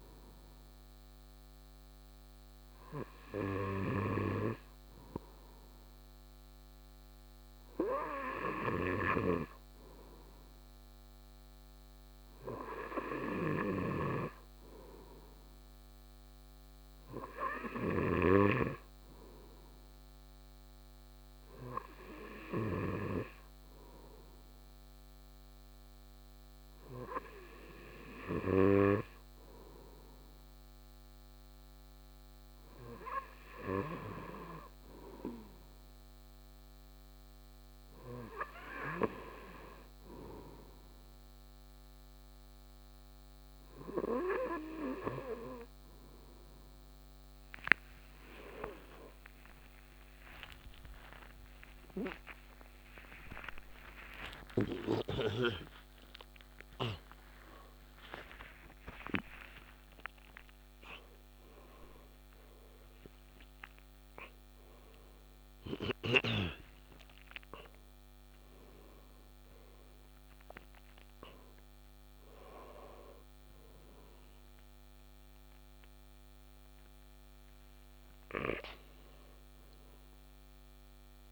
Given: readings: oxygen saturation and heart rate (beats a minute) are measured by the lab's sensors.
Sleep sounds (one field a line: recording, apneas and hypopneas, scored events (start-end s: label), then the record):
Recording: breathing in sleep by a microphone on the trachea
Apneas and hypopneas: none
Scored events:
48.00-58.00 s: tachycardia (device-marked, heart rate 57 before, 141 extreme)
49.50-56.00 s: arousal
59.00-61.00 s: tachycardia (device-marked, heart rate 59 before, 105 extreme)
From the record:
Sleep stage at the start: N2 (light sleep)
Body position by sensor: on the right side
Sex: male